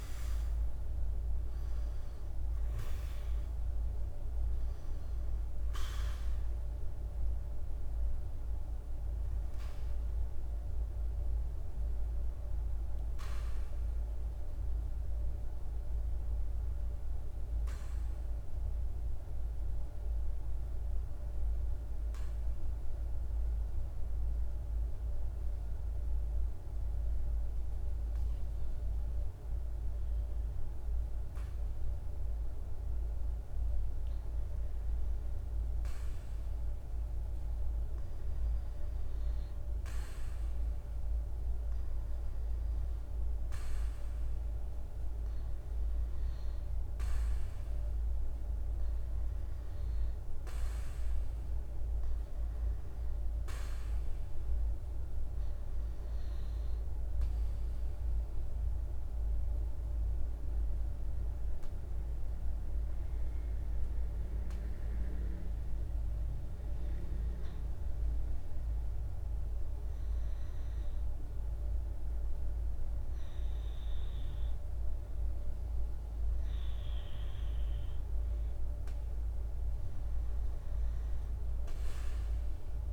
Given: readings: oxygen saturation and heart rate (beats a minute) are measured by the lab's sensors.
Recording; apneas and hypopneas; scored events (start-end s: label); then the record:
breathing in sleep, hard to hear, by a room microphone; 2
0.00-17.50 s: oxygen desaturation (device-marked, oxygen 91% lowest, heart rate 52 extreme)
18.50-32.00 s: obstructive apnea (oxygen 96% before, 89% lowest, heart rate 60 before, 52 extreme, up 2 after)
33.00-37.50 s: arousal
38.50-41.50 s: oxygen desaturation (device-marked, oxygen 97% before, 95% lowest, heart rate 53 before, 53 extreme)
55.50-66.50 s: obstructive apnea (oxygen 98% before, 89% lowest, heart rate 54 before, 53 extreme, up 1 after)
71.00-75.50 s: arousal
79.50-82.93 s: oxygen desaturation (device-marked, oxygen 93% before, 89% lowest, heart rate 54 before, 55 extreme)
From the record:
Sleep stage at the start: REM sleep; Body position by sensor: on the back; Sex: male